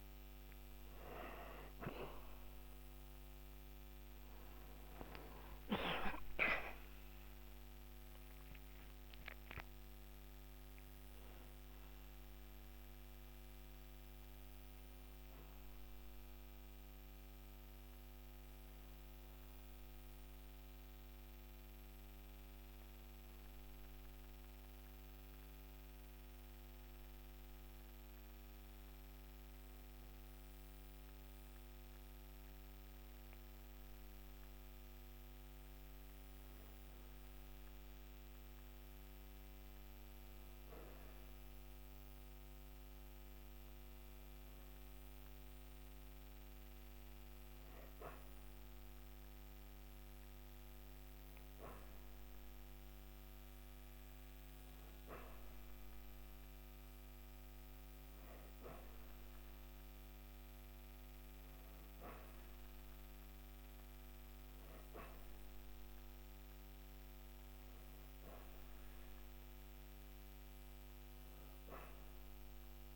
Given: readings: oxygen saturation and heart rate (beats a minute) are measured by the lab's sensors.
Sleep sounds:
breathing in sleep by a microphone on the trachea; 1
0.00-1.50 s: arousal
22.00-35.50 s: hypopnea (oxygen 97% before, 93% lowest, heart rate 137 before, 131 extreme, up 7 after)
37.00-39.50 s: arousal
50.00-69.00 s: oxygen desaturation (device-marked, oxygen 98% before, 93% lowest, heart rate 160 before, 103 extreme)
From the record:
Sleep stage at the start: N2 (light sleep); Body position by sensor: on the back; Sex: female

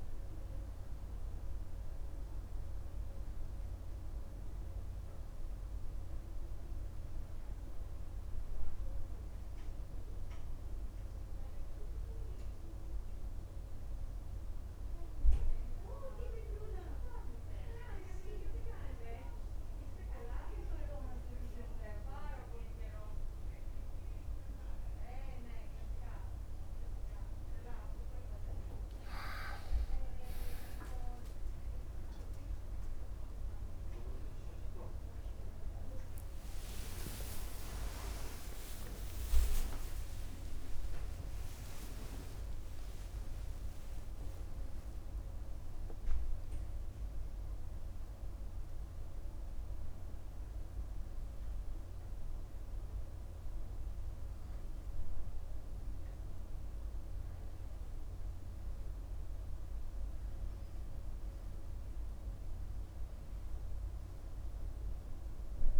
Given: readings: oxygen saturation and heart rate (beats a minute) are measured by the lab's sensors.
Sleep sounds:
breathing in sleep by a room microphone; none
37.50-43.50 s: arousal
From the record:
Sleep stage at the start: N2 (light sleep); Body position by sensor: on the right side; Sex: male

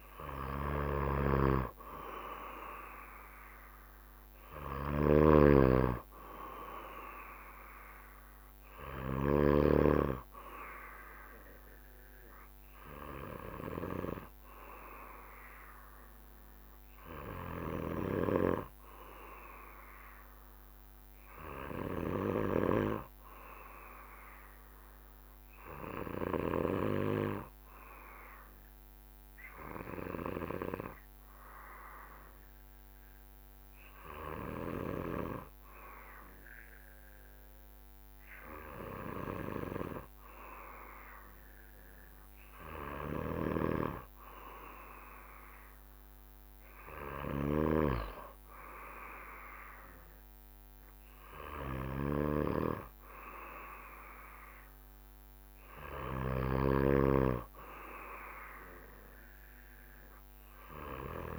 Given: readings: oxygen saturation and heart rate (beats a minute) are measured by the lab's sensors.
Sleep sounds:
breathing in sleep by a microphone on the trachea; 1
1.00-9.50 s: snoring (device-marked)
19.00-42.50 s: obstructive apnea (oxygen 96% before, 95% lowest, heart rate 69 before, 65 extreme, up 3 after)
44.00-47.00 s: arousal
From the record:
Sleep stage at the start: N2 (light sleep); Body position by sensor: on the back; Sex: male

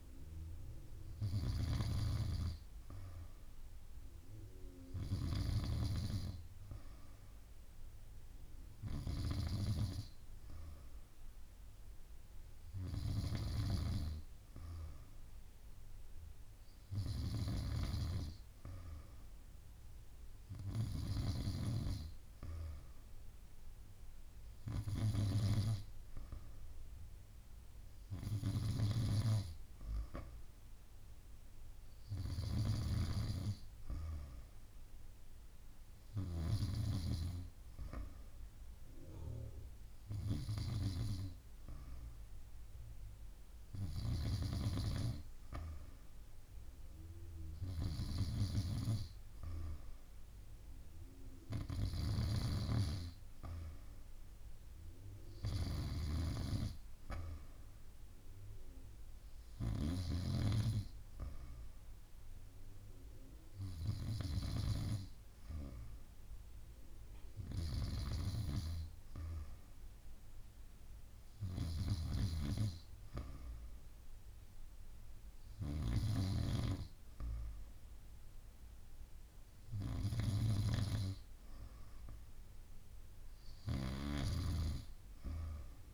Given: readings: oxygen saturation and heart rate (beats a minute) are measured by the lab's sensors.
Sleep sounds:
breathing in sleep by a room microphone; none
0.00-21.50 s: snoring (device-marked)
28.50-36.50 s: snoring (device-marked)
51.50-85.94 s: snoring (device-marked)
From the record:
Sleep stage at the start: N2 (light sleep); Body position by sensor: on the back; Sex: female

